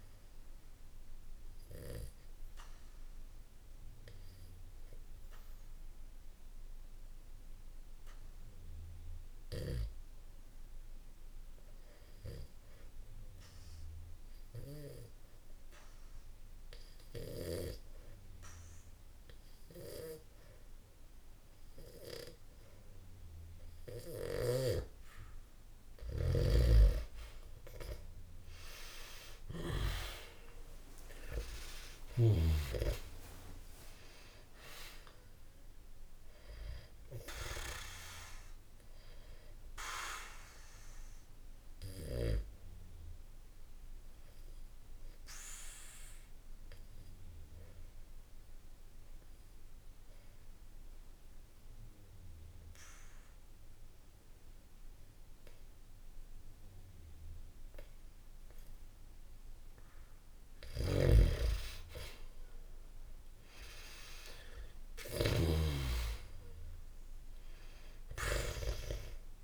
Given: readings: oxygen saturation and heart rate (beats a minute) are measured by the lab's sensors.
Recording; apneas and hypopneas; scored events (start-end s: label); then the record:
breathing in sleep by a room microphone; 2
0.00-8.00 s: oxygen desaturation (device-marked, oxygen 90% lowest, heart rate 63 extreme)
1.50-24.50 s: obstructive apnea (oxygen 98% before, 90% lowest, heart rate 68 before, 63 extreme, up 2 after)
26.00-32.00 s: snoring (device-marked)
27.00-31.50 s: arousal
36.00-54.00 s: oxygen desaturation (device-marked, oxygen 98% before, 91% lowest, heart rate 65 before, 64 extreme)
36.00-60.00 s: obstructive apnea (oxygen 99% before, 91% lowest, heart rate 65 before, 64 extreme, up 1 after)
60.50-65.50 s: snoring (device-marked)
61.50-65.00 s: arousal
From the record:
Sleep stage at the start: N2 (light sleep); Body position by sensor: on the back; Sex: male